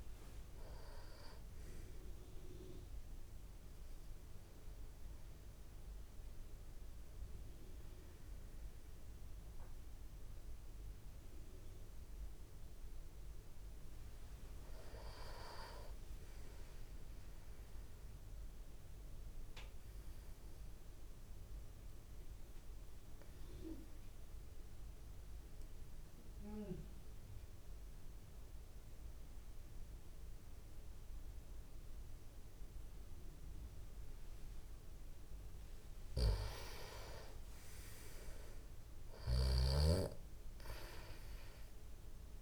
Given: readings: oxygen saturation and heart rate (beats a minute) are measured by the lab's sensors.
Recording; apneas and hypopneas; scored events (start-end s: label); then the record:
breathing in sleep by a room microphone; 2
0.00-20.00 s: oxygen desaturation (device-marked, oxygen 90% lowest, heart rate 50 extreme)
3.50-13.50 s: obstructive apnea (oxygen 97% before, 90% lowest, heart rate 61 before, 50 extreme, up 7 after)
19.50-34.00 s: obstructive apnea (oxygen 96% before, 90% lowest, heart rate 53 before, 52 extreme, up 9 after)
37.50-41.50 s: arousal
From the record:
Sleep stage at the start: N2 (light sleep); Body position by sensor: on the back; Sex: male